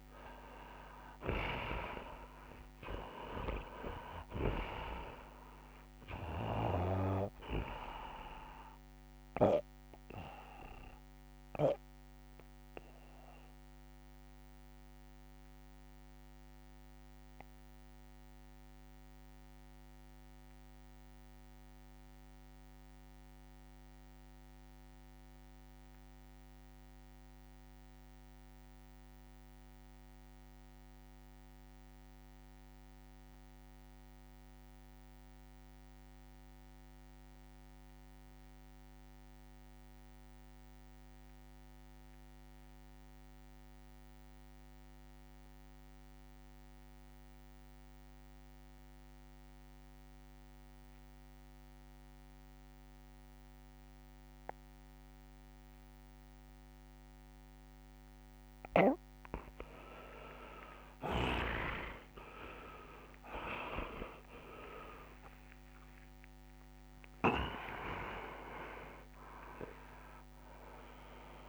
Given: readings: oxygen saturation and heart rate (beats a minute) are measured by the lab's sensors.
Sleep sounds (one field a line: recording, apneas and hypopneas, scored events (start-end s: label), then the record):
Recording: breathing in sleep by a microphone on the trachea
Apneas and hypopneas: 1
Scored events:
0.00-2.00 s: arousal
0.00-24.50 s: oxygen desaturation (device-marked, oxygen 76% lowest)
10.50-57.50 s: obstructive apnea (oxygen 98% before, 73% lowest)
38.50-71.49 s: oxygen desaturation (device-marked, oxygen 99% before, 73% lowest)
63.50-65.50 s: long interval between heartbeats (device-marked)
69.50-71.49 s: new sleep stage, awake
From the record:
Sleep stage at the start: REM sleep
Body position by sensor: on the back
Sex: male